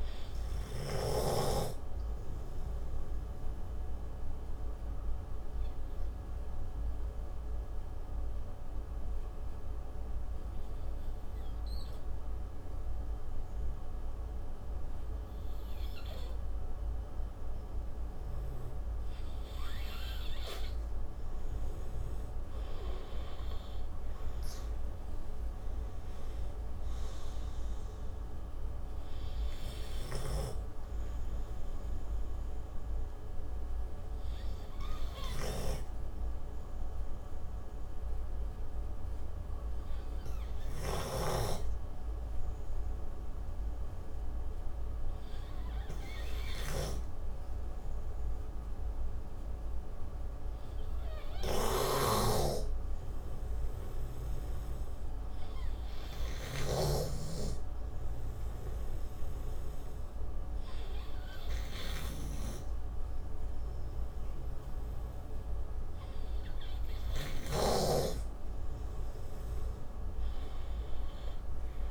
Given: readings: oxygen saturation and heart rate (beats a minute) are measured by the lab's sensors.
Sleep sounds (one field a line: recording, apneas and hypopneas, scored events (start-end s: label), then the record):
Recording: breathing in sleep by a room microphone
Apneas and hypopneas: 2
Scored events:
0.00-15.50 s: oxygen desaturation (device-marked, oxygen 91% lowest)
0.50-19.00 s: obstructive apnea (oxygen 98% before, 91% lowest)
22.50-25.50 s: arousal
22.50-38.50 s: oxygen desaturation (device-marked, oxygen 99% before, 91% lowest)
33.50-67.50 s: obstructive apnea (oxygen 99% before, 91% lowest)
40.50-48.50 s: oxygen desaturation (device-marked, oxygen 95% before, 91% lowest)
53.50-71.91 s: oxygen desaturation (device-marked, oxygen 98% before, 91% lowest)
69.00-71.91 s: arousal
From the record:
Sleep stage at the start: N2 (light sleep)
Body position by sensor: on the right side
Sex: male